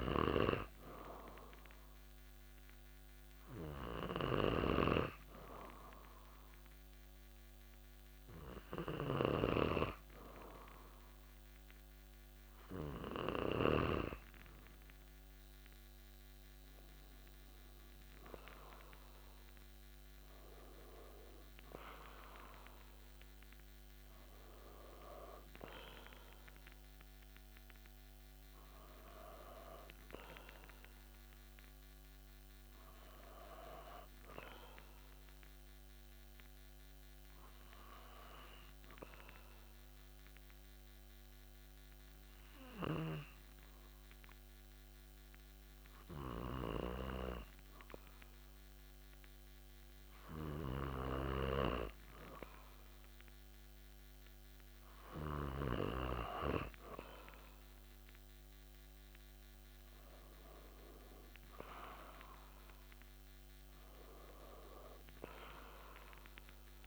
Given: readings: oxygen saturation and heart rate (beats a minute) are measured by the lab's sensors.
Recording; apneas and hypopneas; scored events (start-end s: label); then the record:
breathing in sleep by a microphone on the trachea; 1
0.00-1.00 s: arousal
0.00-14.00 s: snoring (device-marked)
36.50-50.00 s: obstructive apnea (oxygen 96% before, 95% lowest)
57.50-62.00 s: arousal
From the record:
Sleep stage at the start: N2 (light sleep); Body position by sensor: on the back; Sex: male